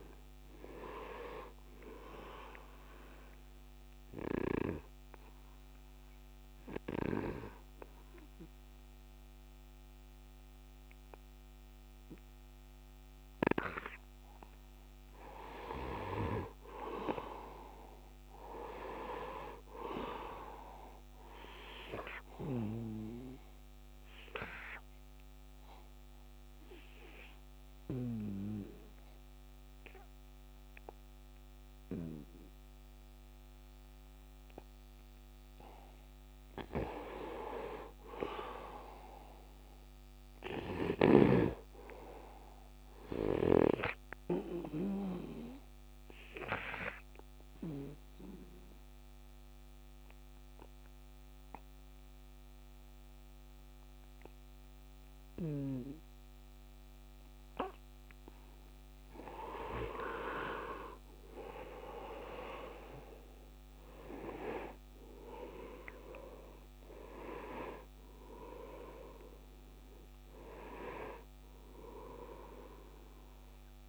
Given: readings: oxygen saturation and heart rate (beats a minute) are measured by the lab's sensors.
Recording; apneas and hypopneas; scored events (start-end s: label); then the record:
breathing in sleep by a microphone on the trachea; 3
0.00-20.00 s: oxygen desaturation (device-marked, oxygen 87% lowest, heart rate 74 extreme)
3.50-15.00 s: obstructive apnea (oxygen 97% before, 86% lowest, heart rate 79 before, 74 extreme, up 7 after)
17.00-20.50 s: arousal
23.50-35.00 s: obstructive apnea (oxygen 97% before, 83% lowest, heart rate 78 before, 75 extreme, up 5 after)
25.00-35.00 s: oxygen desaturation (device-marked, oxygen 96% before, 89% lowest, heart rate 77 before, 75 extreme)
37.50-41.00 s: arousal
42.00-59.00 s: oxygen desaturation (device-marked, oxygen 97% before, 86% lowest, heart rate 79 before, 71 extreme)
45.50-58.00 s: obstructive apnea (oxygen 97% before, 83% lowest, heart rate 79 before, 71 extreme, up 8 after)
60.50-64.00 s: arousal
65.00-73.88 s: oxygen desaturation (device-marked, oxygen 96% before, 83% lowest, heart rate 78 before, 71 extreme)
From the record:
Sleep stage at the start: N2 (light sleep); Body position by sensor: on the right side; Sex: male